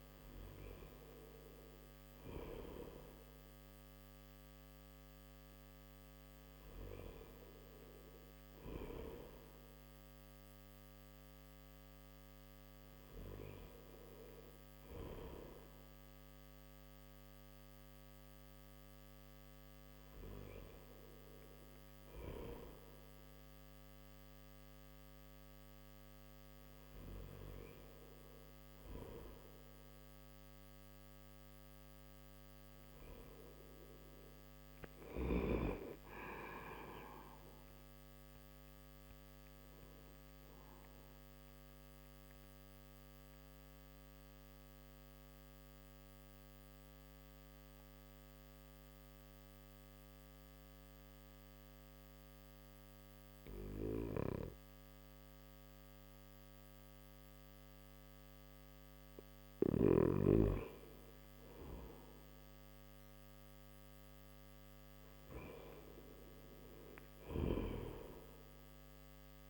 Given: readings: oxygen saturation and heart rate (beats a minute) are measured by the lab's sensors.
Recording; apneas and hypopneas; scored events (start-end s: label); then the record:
breathing in sleep by a microphone on the trachea; none
1.50-69.50 s: new sleep stage, N3 (deep sleep)
From the record:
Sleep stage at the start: N1 (lightest sleep); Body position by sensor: on the back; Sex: male